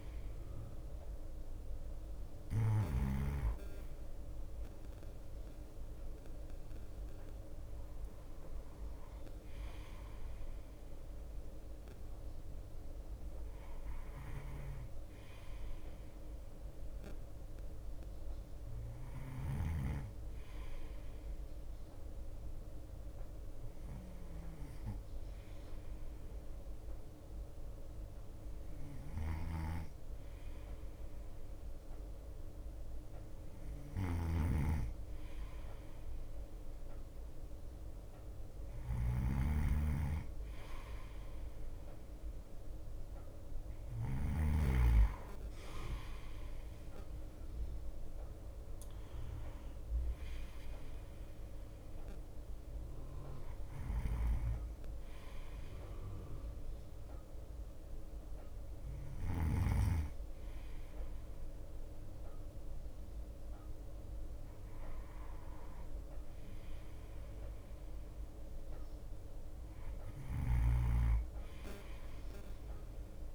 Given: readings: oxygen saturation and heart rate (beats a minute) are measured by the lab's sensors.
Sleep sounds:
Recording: breathing in sleep by a room microphone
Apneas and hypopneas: 1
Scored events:
0.00-3.50 s: snoring (device-marked)
0.00-4.50 s: bradycardia (device-marked, heart rate 55 extreme)
10.50-65.50 s: bradycardia (device-marked, heart rate 58 before, 54 extreme)
22.00-34.00 s: hypopnea (oxygen 93% before, 92% lowest, heart rate 59 before, 54 extreme)
29.50-44.50 s: snoring (device-marked)
39.50-43.50 s: arousal
46.50-56.50 s: drop in pulse transit time (device-marked, heart rate 57 before, 55 extreme)
54.00-59.50 s: snoring (device-marked)
66.50-73.35 s: bradycardia (device-marked, heart rate 58 before, 54 extreme)
66.50-73.35 s: drop in pulse transit time (device-marked, heart rate 56 before, 54 extreme)
70.50-73.35 s: snoring (device-marked)
From the record:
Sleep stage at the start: N2 (light sleep)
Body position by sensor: on the right side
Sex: male

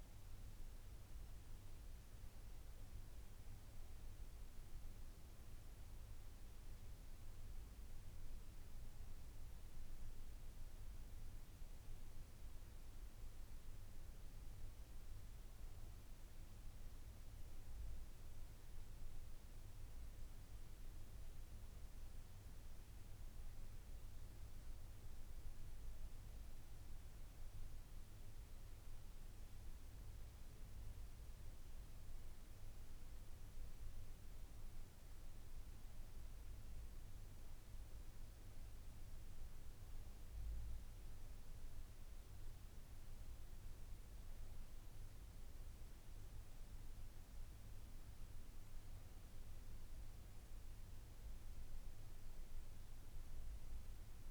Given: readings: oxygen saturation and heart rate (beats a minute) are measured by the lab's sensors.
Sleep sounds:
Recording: breathing in sleep, hard to hear, by a room microphone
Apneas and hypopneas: none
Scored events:
none scored
From the record:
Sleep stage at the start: N2 (light sleep)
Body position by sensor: on the right side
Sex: female

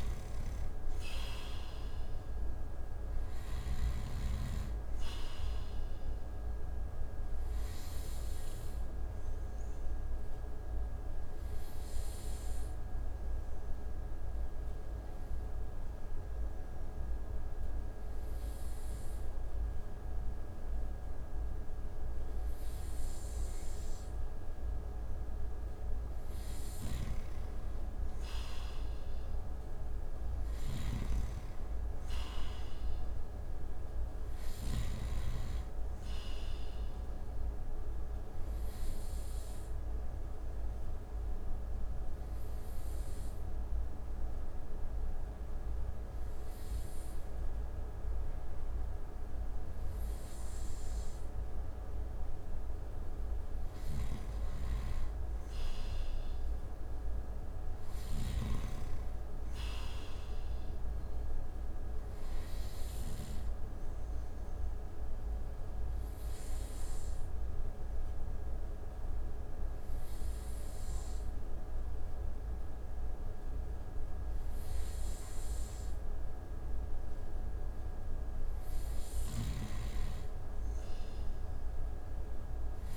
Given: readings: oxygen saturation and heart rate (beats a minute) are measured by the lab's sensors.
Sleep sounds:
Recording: breathing in sleep, hard to hear, by a room microphone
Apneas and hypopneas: 3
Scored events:
0.00-2.00 s: arousal
0.00-3.50 s: snoring (device-marked)
2.50-23.50 s: oxygen desaturation (device-marked, oxygen 96% before, 90% lowest)
7.00-24.50 s: obstructive apnea (oxygen 96% before, 90% lowest)
26.00-29.50 s: arousal
30.00-34.50 s: snoring (device-marked)
36.50-53.50 s: oxygen desaturation (device-marked, oxygen 95% before, 90% lowest)
37.50-53.00 s: obstructive apnea (oxygen 95% before, 90% lowest)
54.50-58.00 s: arousal
61.00-77.00 s: obstructive apnea (oxygen 96% before, 90% lowest)
61.50-80.50 s: oxygen desaturation (device-marked, oxygen 96% before, 90% lowest)
78.50-82.97 s: snoring (device-marked)
79.00-82.97 s: arousal
From the record:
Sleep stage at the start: N2 (light sleep)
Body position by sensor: on the right side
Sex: male

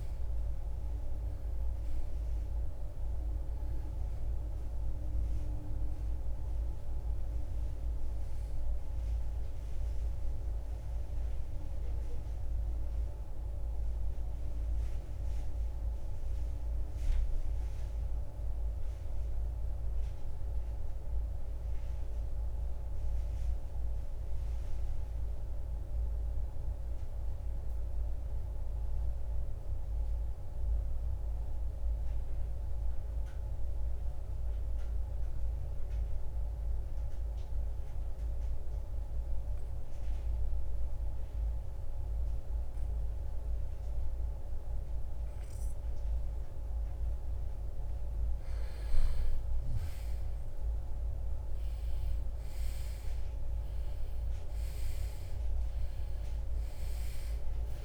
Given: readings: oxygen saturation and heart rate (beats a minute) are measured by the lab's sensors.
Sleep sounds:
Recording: breathing in sleep, hard to hear, by a room microphone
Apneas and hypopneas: 1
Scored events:
6.50-33.50 s: oxygen desaturation (device-marked, oxygen 95% before, 82% lowest, heart rate 74 before, 44 extreme)
8.50-47.00 s: obstructive apnea (oxygen 97% before, 81% lowest, heart rate 75 before, 44 extreme, up 16 after)
49.00-54.50 s: arousal
From the record:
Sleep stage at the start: N2 (light sleep)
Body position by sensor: on the right side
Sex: male

